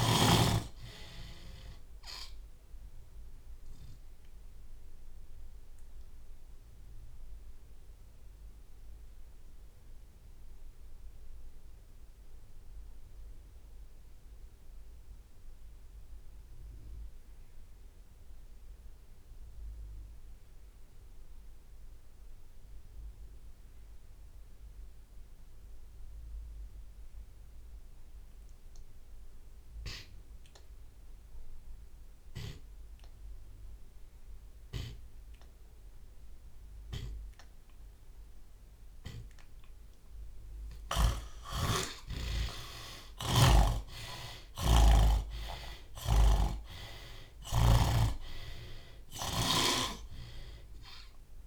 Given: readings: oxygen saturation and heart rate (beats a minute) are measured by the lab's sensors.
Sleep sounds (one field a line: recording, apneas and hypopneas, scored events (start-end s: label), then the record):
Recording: breathing in sleep by a room microphone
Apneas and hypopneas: 1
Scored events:
0.00-9.00 s: drop in pulse transit time (device-marked, heart rate 64 extreme)
6.50-30.50 s: obstructive apnea (oxygen 96% before, 80% lowest, heart rate 81 before, 57 extreme, up 11 after)
18.00-34.00 s: oxygen desaturation (device-marked, oxygen 95% before, 81% lowest, heart rate 75 before, 57 extreme)
31.50-33.50 s: long interval between heartbeats (device-marked, heart rate 59 before, 64 extreme)
37.00-51.47 s: drop in pulse transit time (device-marked)
40.00-51.47 s: tachycardia (device-marked, heart rate 46 before, 131 extreme)
40.50-46.00 s: arousal
41.00-43.00 s: long interval between heartbeats (device-marked, heart rate 62 before, 79 extreme)
43.00-49.50 s: snoring (device-marked)
46.00-48.00 s: long interval between heartbeats (device-marked, heart rate 73 before, 116 extreme)
48.50-50.50 s: long interval between heartbeats (device-marked, heart rate 80 before, 121 extreme)
From the record:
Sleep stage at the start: N2 (light sleep)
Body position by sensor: on the left side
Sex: male